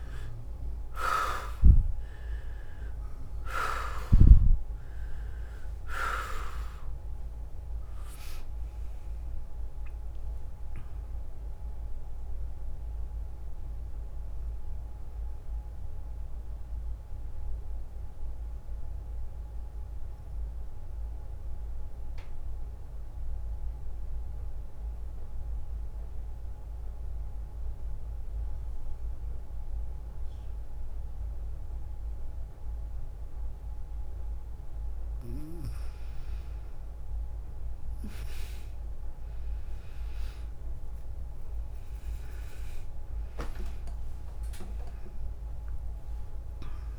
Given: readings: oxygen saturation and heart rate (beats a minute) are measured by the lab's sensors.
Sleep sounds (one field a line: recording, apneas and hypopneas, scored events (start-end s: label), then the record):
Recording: breathing in sleep by a room microphone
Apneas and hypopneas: 1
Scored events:
0.00-1.00 s: arousal
0.00-27.00 s: oxygen desaturation (device-marked, oxygen 83% lowest, heart rate 57 extreme)
9.50-13.00 s: arousal
17.00-36.50 s: mixed apnea (oxygen 98% before, 83% lowest, heart rate 67 before, 53 extreme, up 3 after)
37.50-42.50 s: arousal
41.00-46.99 s: oxygen desaturation (device-marked, oxygen 100% before, 89% lowest, heart rate 60 before, 53 extreme)
From the record:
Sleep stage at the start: N2 (light sleep)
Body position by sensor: on the back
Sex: female